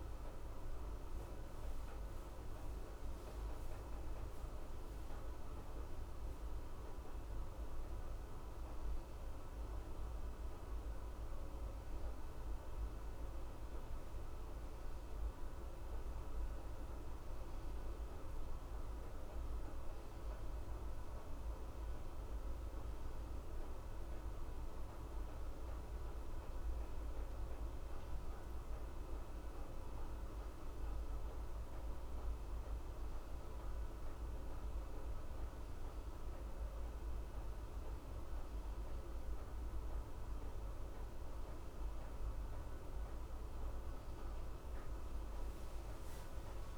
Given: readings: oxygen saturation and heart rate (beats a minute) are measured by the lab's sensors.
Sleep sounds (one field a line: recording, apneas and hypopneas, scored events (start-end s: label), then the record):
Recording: a person awake in a sleep study, hard to hear, by a room microphone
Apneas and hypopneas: none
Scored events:
none scored
From the record:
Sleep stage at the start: awake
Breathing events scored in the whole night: 302 in 5.8 hours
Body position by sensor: on the back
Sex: male